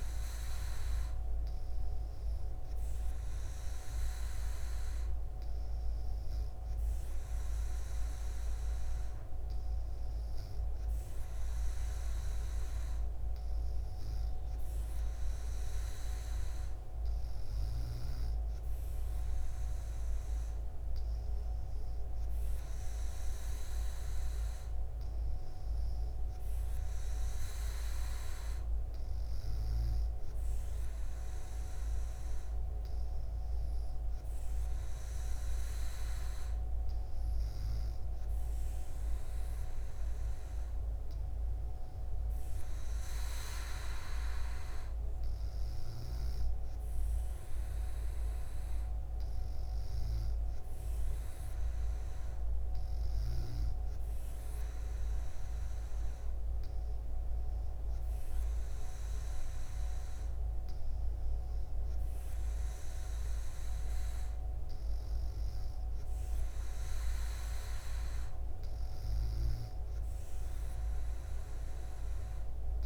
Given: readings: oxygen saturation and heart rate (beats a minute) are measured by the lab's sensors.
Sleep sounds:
breathing in sleep, hard to hear, by a room microphone; none
none scored
From the record:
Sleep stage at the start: N2 (light sleep); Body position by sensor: on the back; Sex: female

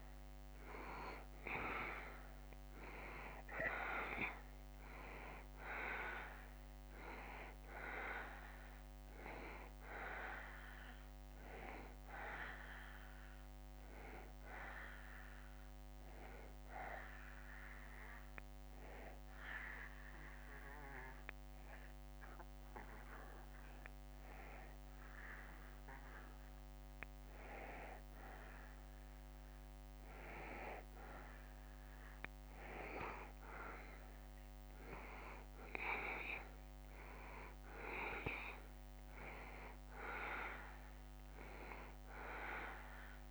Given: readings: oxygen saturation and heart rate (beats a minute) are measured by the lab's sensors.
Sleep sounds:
breathing in sleep by a microphone on the trachea; 1
0.00-2.50 s: arousal
8.00-25.00 s: oxygen desaturation (device-marked, oxygen 94% before, 90% lowest, heart rate 72 before, 69 extreme)
12.50-31.50 s: obstructive apnea (oxygen 94% before, 90% lowest, heart rate 72 before, 69 extreme, up 3 after)
34.50-39.00 s: arousal
37.00-43.31 s: oxygen desaturation (device-marked, oxygen 95% before, 91% lowest, heart rate 72 before, 70 extreme)
From the record:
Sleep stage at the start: N2 (light sleep); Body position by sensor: on the back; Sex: male

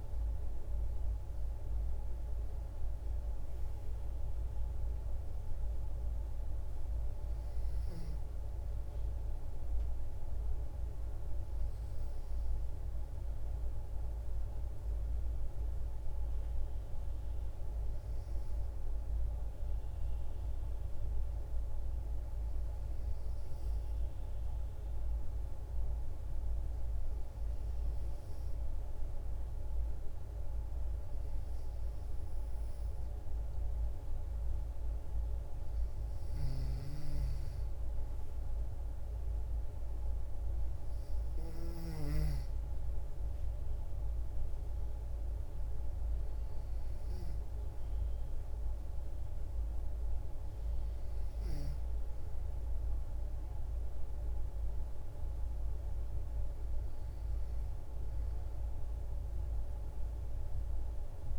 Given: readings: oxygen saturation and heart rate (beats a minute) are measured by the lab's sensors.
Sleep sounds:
breathing in sleep, hard to hear, by a room microphone; 1
13.00-17.00 s: arousal
20.50-33.00 s: hypopnea (oxygen 93% before, 91% lowest, heart rate 57 before, 54 extreme, up 5 after)
36.50-60.50 s: oxygen desaturation (device-marked, oxygen 95% before, 91% lowest, heart rate 54 before, 54 extreme)
37.50-41.00 s: arousal
From the record:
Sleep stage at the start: N2 (light sleep); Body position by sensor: on the back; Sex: female

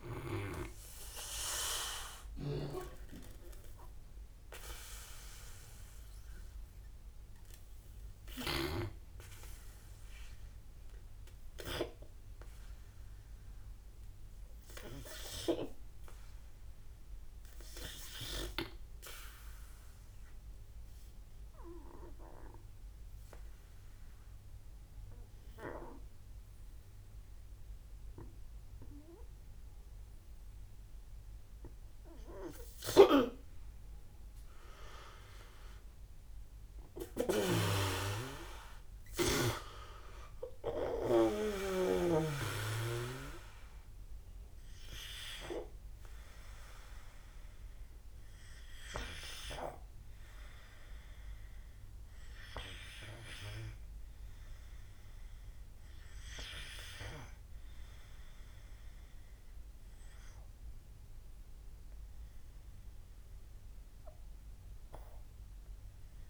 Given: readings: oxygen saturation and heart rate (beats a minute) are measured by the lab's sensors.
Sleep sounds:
breathing in sleep by a room microphone; 1
0.00-4.50 s: drop in pulse transit time (device-marked, heart rate 59 extreme)
0.00-8.50 s: oxygen desaturation (device-marked, oxygen 75% lowest, heart rate 53 extreme)
10.50-32.00 s: obstructive apnea (oxygen 81% before, 79% lowest, heart rate 68 before, 53 extreme, up 16 after)
34.00-38.50 s: arousal
36.50-41.50 s: snoring (device-marked)
37.50-49.50 s: drop in pulse transit time (device-marked, heart rate 60 before, 53 extreme)
38.50-54.50 s: oxygen desaturation (device-marked, oxygen 95% before, 81% lowest, heart rate 61 before, 53 extreme)
From the record:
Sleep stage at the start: N2 (light sleep); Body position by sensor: on the back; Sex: male

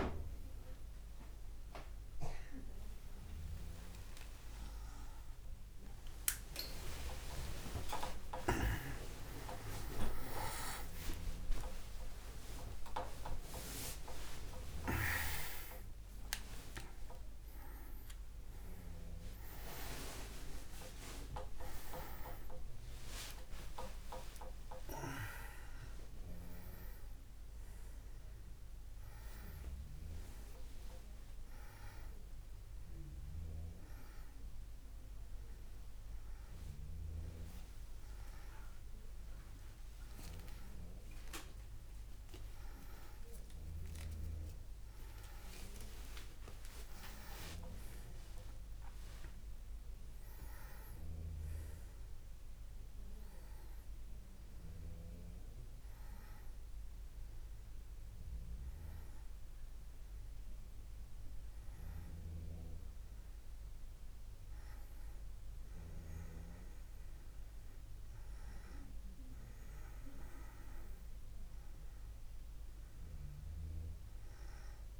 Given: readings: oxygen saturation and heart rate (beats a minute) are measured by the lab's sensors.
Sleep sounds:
a person awake in a sleep study, by a room microphone; none
48.50-75.00 s: new sleep stage, N1 (lightest sleep)
From the record:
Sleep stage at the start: awake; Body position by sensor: on the back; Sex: male

